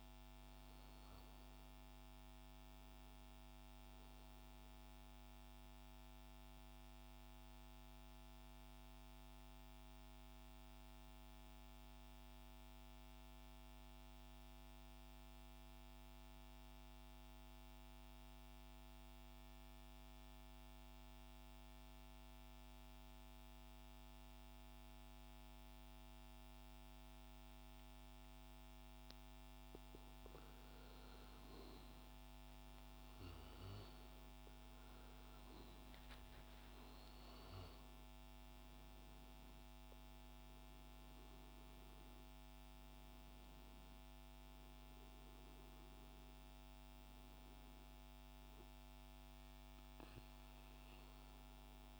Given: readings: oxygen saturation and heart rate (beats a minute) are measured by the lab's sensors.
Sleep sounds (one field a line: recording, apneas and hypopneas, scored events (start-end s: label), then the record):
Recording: breathing in sleep, hard to hear, by a microphone on the trachea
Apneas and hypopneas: 1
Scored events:
0.00-2.50 s: oxygen desaturation (device-marked, oxygen 89% lowest, heart rate 61 extreme)
5.00-30.50 s: central apnea (oxygen 99% before, 91% lowest, heart rate 103 before, 61 extreme, up 12 after)
25.50-52.00 s: oxygen desaturation (device-marked, oxygen 98% before, 91% lowest, heart rate 63 before, 59 extreme)
32.00-38.00 s: arousal
From the record:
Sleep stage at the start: N2 (light sleep)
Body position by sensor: on the back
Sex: male